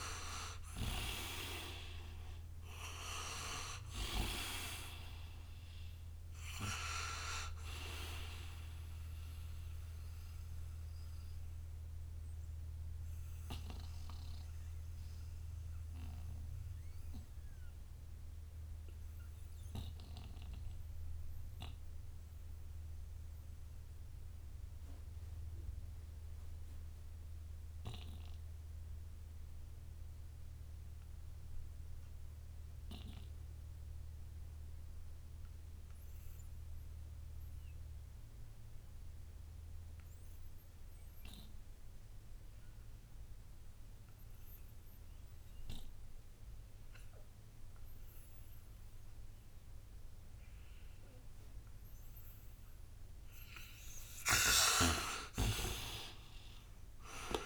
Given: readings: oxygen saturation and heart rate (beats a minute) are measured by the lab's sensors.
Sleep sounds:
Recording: breathing in sleep by a room microphone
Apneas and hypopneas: 1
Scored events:
0.00-1.00 s: arousal
0.00-27.50 s: oxygen desaturation (device-marked, oxygen 84% lowest, heart rate 58 extreme)
10.00-53.00 s: mixed apnea (oxygen 98% before, 78% lowest, heart rate 67 before, 58 extreme, up 37 after)
44.50-57.46 s: oxygen desaturation (device-marked, oxygen 98% before, 78% lowest, heart rate 59 before, 57 extreme)
54.00-57.46 s: arousal
54.00-57.46 s: snoring (device-marked)
From the record:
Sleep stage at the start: N2 (light sleep)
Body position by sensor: on the right side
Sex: male

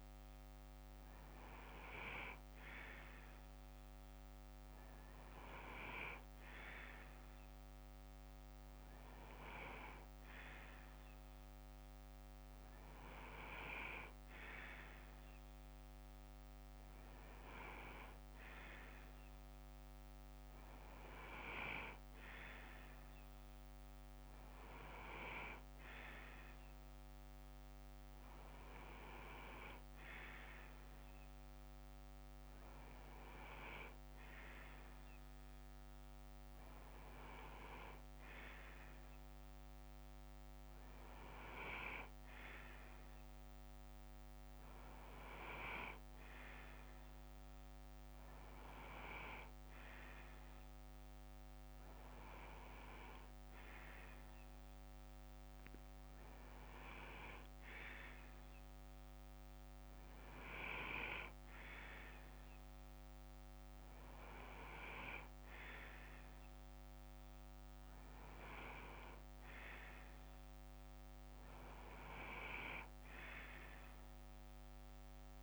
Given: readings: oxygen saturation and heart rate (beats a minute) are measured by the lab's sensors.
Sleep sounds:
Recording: breathing in sleep by a microphone on the trachea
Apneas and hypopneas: none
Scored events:
17.00-23.00 s: bradycardia (device-marked, heart rate 61 before, 59 extreme)
26.00-30.00 s: bradycardia (device-marked, heart rate 61 before, 59 extreme)
61.00-71.00 s: bradycardia (device-marked, heart rate 61 before, 57 extreme)
73.00-75.00 s: bradycardia (device-marked, heart rate 61 before, 59 extreme)
From the record:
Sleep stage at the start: N2 (light sleep)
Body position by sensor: on the left side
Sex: male

